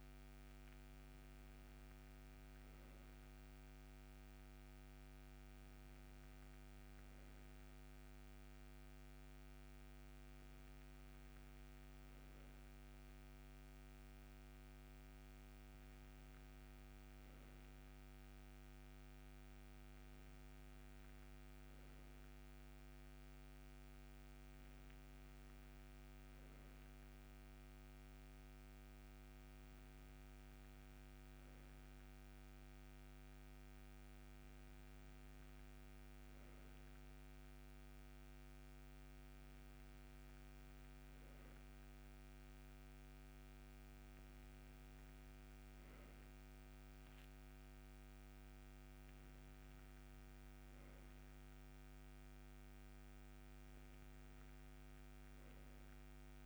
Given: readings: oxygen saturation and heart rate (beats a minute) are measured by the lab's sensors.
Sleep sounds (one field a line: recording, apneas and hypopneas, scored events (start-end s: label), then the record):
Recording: breathing in sleep, hard to hear, by a microphone on the trachea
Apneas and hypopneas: none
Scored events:
none scored
From the record:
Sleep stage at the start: N3 (deep sleep)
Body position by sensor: on the right side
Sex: male